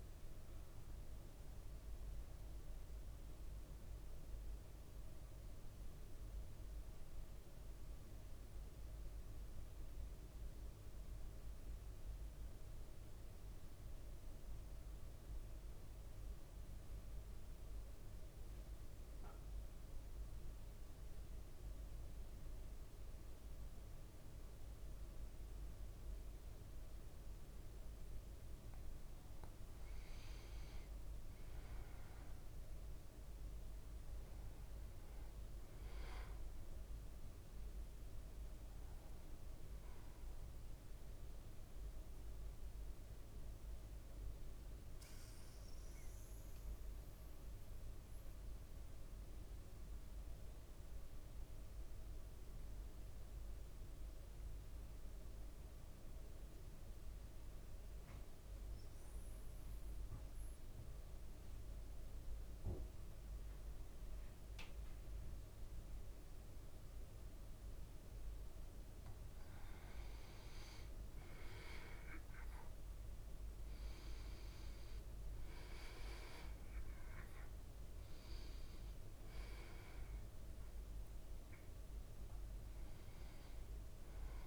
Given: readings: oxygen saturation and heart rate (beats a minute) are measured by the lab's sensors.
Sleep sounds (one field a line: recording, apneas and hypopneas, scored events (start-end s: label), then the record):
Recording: breathing in sleep, hard to hear, by a room microphone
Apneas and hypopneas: 2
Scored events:
0.00-18.50 s: oxygen desaturation (device-marked, oxygen 92% lowest, heart rate 53 extreme)
2.50-27.50 s: mixed apnea (oxygen 100% before, 92% lowest, heart rate 57 before, 53 extreme, up 4 after)
29.50-33.50 s: arousal
35.50-59.50 s: oxygen desaturation (device-marked, oxygen 99% before, 95% lowest, heart rate 56 before, 53 extreme)
40.50-68.00 s: mixed apnea (oxygen 99% before, 91% lowest, heart rate 57 before, 53 extreme, up 6 after)
71.50-76.00 s: arousal
71.50-84.47 s: oxygen desaturation (device-marked, oxygen 99% before, 91% lowest, heart rate 55 before, 54 extreme)
From the record:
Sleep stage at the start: N2 (light sleep)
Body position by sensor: on the back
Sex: male